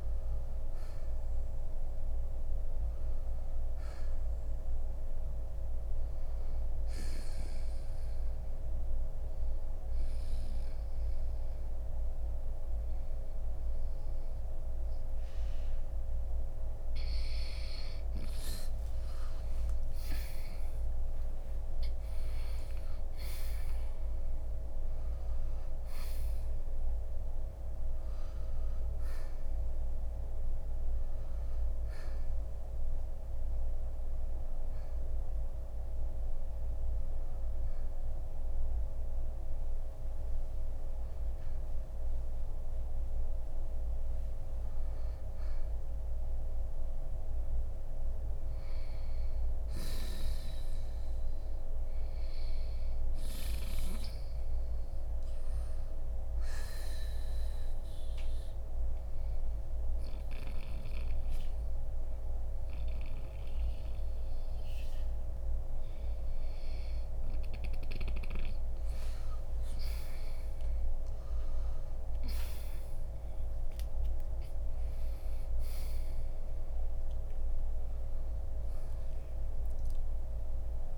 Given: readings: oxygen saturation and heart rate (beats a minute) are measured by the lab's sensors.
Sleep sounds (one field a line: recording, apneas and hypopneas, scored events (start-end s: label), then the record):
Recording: breathing in sleep, hard to hear, by a room microphone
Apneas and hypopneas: 2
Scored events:
0.00-9.00 s: oxygen desaturation (device-marked, oxygen 84% lowest, heart rate 59 extreme)
0.50-4.00 s: arousal
7.50-18.00 s: obstructive apnea (oxygen 91% before, 86% lowest, heart rate 66 before, 59 extreme, up 7 after)
19.00-80.98 s: new sleep stage, N2 (light sleep)
19.50-24.50 s: arousal
41.00-54.00 s: oxygen desaturation (device-marked, oxygen 92% before, 86% lowest, heart rate 70 before, 58 extreme)
49.50-53.50 s: arousal
56.50-68.00 s: hypopnea (oxygen 94% before, 86% lowest, heart rate 66 before, 58 extreme, up 9 after)
65.00-73.00 s: oxygen desaturation (device-marked, oxygen 94% before, 90% lowest, heart rate 63 before, 59 extreme)
70.00-75.50 s: arousal
From the record:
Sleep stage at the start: N1 (lightest sleep)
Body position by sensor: on the right side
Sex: male